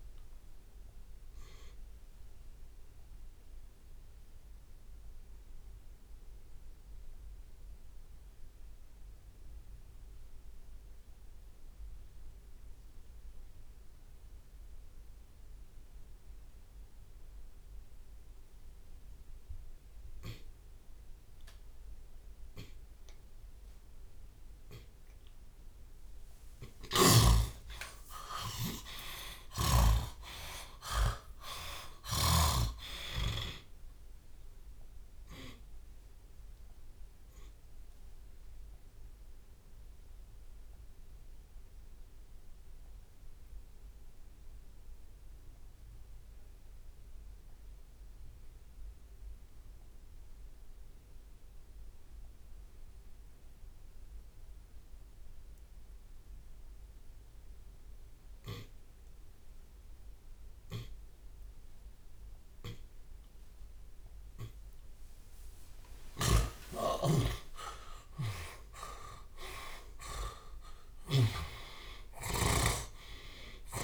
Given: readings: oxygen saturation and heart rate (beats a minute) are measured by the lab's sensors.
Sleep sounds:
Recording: breathing in sleep by a room microphone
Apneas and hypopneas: 2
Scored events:
0.00-2.00 s: long interval between heartbeats (device-marked, heart rate 145 before, 74 extreme)
1.50-4.50 s: tachycardia (device-marked, heart rate 76 before, 83 extreme)
2.50-4.50 s: long interval between heartbeats (device-marked, heart rate 141 before, 81 extreme)
3.50-26.00 s: obstructive apnea (oxygen 89% before, 83% lowest)
4.50-6.50 s: long interval between heartbeats (device-marked, heart rate 137 before, 106 extreme)
10.50-12.50 s: long interval between heartbeats (device-marked)
10.50-14.50 s: drop in pulse transit time (device-marked)
16.00-18.00 s: long interval between heartbeats (device-marked)
20.50-23.50 s: drop in pulse transit time (device-marked)
23.00-25.00 s: long interval between heartbeats (device-marked, heart rate 48 before, 43 extreme)
25.50-41.50 s: tachycardia (device-marked, heart rate 73 before, 177 extreme)
26.50-30.00 s: snoring (device-marked)
27.00-29.00 s: long interval between heartbeats (device-marked, heart rate 40 before, 85 extreme)
27.00-32.00 s: arousal
28.50-44.50 s: oxygen desaturation (device-marked, oxygen 93% before, 83% lowest)
29.00-31.00 s: long interval between heartbeats (device-marked, heart rate 40 before, 113 extreme)
29.50-39.50 s: drop in pulse transit time (device-marked, heart rate 43 before, 127 extreme)
31.00-33.00 s: long interval between heartbeats (device-marked, heart rate 46 before, 146 extreme)
33.00-35.00 s: long interval between heartbeats (device-marked, heart rate 59 before, 163 extreme)
36.00-38.00 s: long interval between heartbeats (device-marked, heart rate 81 before, 139 extreme)
40.00-64.00 s: obstructive apnea (oxygen 93% before, 77% lowest)
61.50-70.50 s: tachycardia (device-marked, heart rate 77 before, 138 extreme)
61.50-71.50 s: drop in pulse transit time (device-marked, heart rate 57 before, 57 extreme)
63.00-65.00 s: long interval between heartbeats (device-marked, heart rate 53 before, 83 extreme)
65.50-70.00 s: arousal
66.00-71.50 s: snoring (device-marked)
66.50-68.50 s: long interval between heartbeats (device-marked, heart rate 58 before, 125 extreme)
68.50-70.50 s: long interval between heartbeats (device-marked, heart rate 69 before, 126 extreme)
71.00-73.00 s: long interval between heartbeats (device-marked, heart rate 80 before, 131 extreme)
From the record:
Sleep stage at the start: N2 (light sleep)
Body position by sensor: on the left side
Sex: male

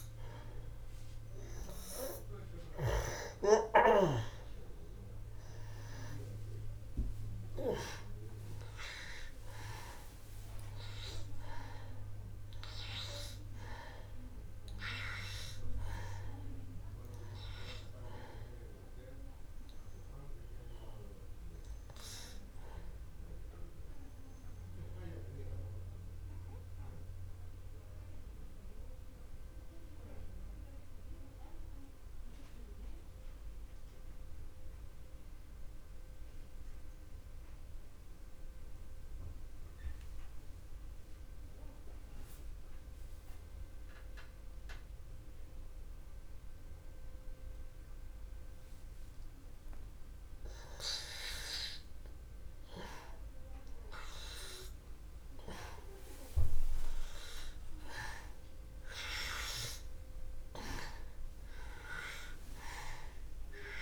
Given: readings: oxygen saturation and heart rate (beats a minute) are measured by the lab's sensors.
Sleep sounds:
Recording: breathing in sleep by a room microphone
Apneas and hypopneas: 1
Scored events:
2.50-34.50 s: oxygen desaturation (device-marked, oxygen 98% before, 87% lowest, heart rate 65 before, 63 extreme)
27.00-50.50 s: obstructive apnea (oxygen 97% before, 82% lowest, heart rate 64 before, 62 extreme, up 0 after)
52.00-56.00 s: arousal
58.50-63.82 s: oxygen desaturation (device-marked, oxygen 97% before, 82% lowest, heart rate 63 before, 62 extreme)
From the record:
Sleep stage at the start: N2 (light sleep)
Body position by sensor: on the back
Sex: male

